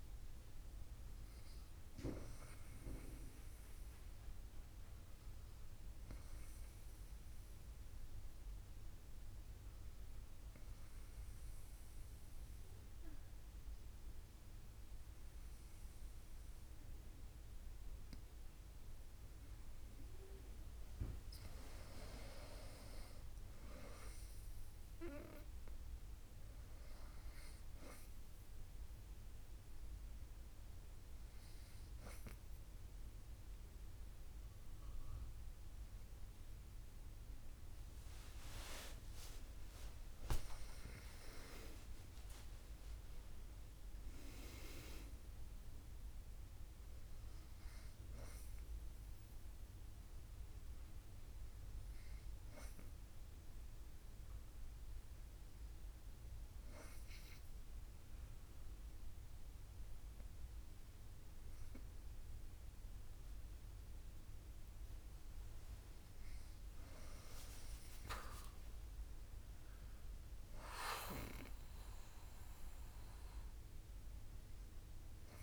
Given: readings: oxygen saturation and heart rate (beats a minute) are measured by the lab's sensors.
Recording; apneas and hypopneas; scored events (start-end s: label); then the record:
breathing in sleep by a room microphone; 2
5.50-20.50 s: obstructive apnea (oxygen 99% before, 96% lowest, heart rate 83 before, 57 extreme, up 9 after)
22.50-25.50 s: arousal
39.50-44.00 s: arousal
51.00-64.50 s: hypopnea (oxygen 99% before, 96% lowest, heart rate 81 before, 58 extreme, up 7 after)
67.50-72.00 s: arousal
From the record:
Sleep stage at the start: N2 (light sleep); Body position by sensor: on the back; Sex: female